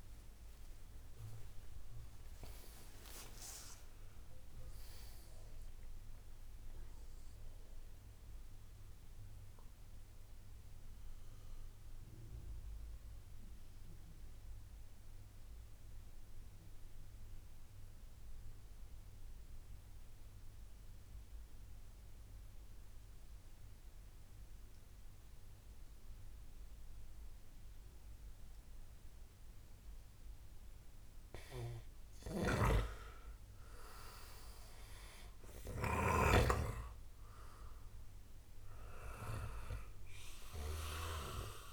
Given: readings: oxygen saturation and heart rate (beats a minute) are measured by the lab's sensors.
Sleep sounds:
breathing in sleep by a room microphone; 1
0.00-2.00 s: oxygen desaturation (device-marked, oxygen 93% lowest, heart rate 25 extreme)
0.00-3.00 s: arousal
8.00-30.00 s: obstructive apnea (oxygen 94% before, 93% lowest, heart rate 82 before, 45 extreme, up 18 after)
32.00-41.00 s: snoring (device-marked)
33.00-35.00 s: arousal
From the record:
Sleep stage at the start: N2 (light sleep); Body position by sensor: on the right side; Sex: male

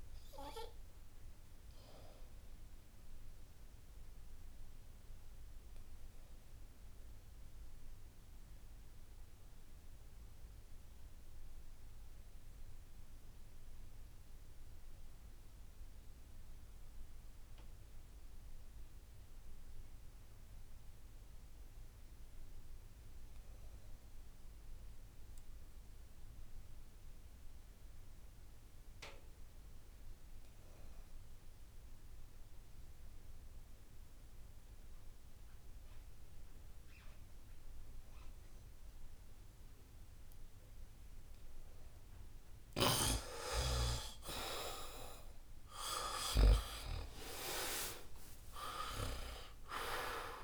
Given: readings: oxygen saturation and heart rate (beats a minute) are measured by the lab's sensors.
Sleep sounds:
breathing in sleep by a room microphone; 1
0.00-19.00 s: oxygen desaturation (device-marked, oxygen 75% lowest, heart rate 64 extreme)
2.50-42.50 s: obstructive apnea (oxygen 98% before, 73% lowest, heart rate 72 before, 64 extreme, up 42 after)
23.50-25.50 s: long interval between heartbeats (device-marked, heart rate 67 before, 74 extreme)
26.00-28.00 s: long interval between heartbeats (device-marked, heart rate 67 before, 72 extreme)
32.00-50.44 s: oxygen desaturation (device-marked, oxygen 96% before, 73% lowest, heart rate 69 before, 68 extreme)
46.00-49.50 s: arousal
46.50-48.50 s: long interval between heartbeats (device-marked, heart rate 71 before, 90 extreme)
From the record:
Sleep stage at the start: N2 (light sleep); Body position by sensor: on the back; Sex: male

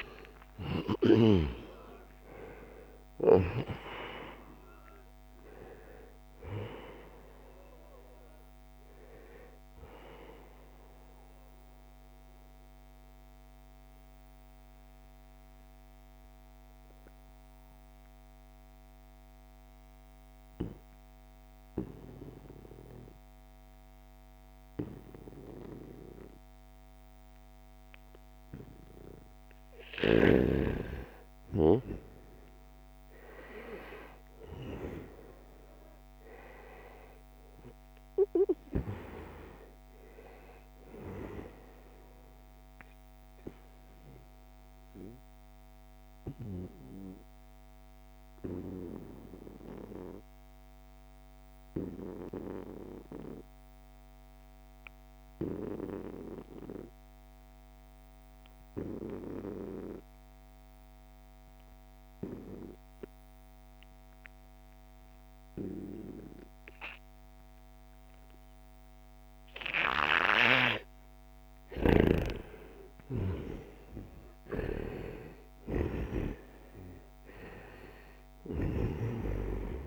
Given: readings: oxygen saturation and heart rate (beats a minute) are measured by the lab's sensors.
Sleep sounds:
breathing in sleep by a microphone on the trachea; 2
0.00-1.00 s: arousal
0.00-1.00 s: snoring (device-marked)
0.00-20.00 s: oxygen desaturation (device-marked, oxygen 89% lowest, heart rate 67 extreme)
0.50-2.50 s: long interval between heartbeats (device-marked, heart rate 68 before, 81 extreme)
10.00-28.50 s: mixed apnea (oxygen 95% before, 89% lowest, heart rate 77 before, 70 extreme, up 3 after)
29.50-34.00 s: arousal
38.00-51.00 s: oxygen desaturation (device-marked, oxygen 97% before, 93% lowest, heart rate 72 before, 64 extreme)
42.50-69.50 s: obstructive apnea (oxygen 98% before, 89% lowest, heart rate 72 before, 64 extreme, up 7 after)
64.00-66.00 s: long interval between heartbeats (device-marked, heart rate 72 before, 66 extreme)
71.00-79.86 s: oxygen desaturation (device-marked, oxygen 96% before, 89% lowest, heart rate 68 before, 65 extreme)
71.00-79.86 s: snoring (device-marked)
71.50-77.00 s: arousal
From the record:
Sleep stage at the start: N2 (light sleep); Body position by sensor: on the right side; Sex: male

